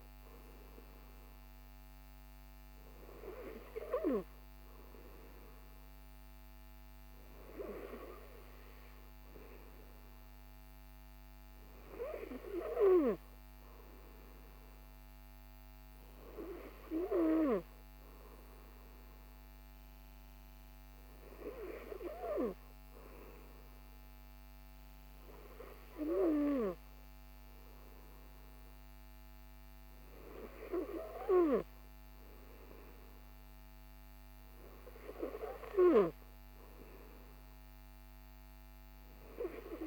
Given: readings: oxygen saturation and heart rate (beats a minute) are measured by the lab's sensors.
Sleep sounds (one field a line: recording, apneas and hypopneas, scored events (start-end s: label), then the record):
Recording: breathing in sleep by a microphone on the trachea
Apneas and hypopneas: none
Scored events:
none scored
From the record:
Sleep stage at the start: N3 (deep sleep)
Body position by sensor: on the right side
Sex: male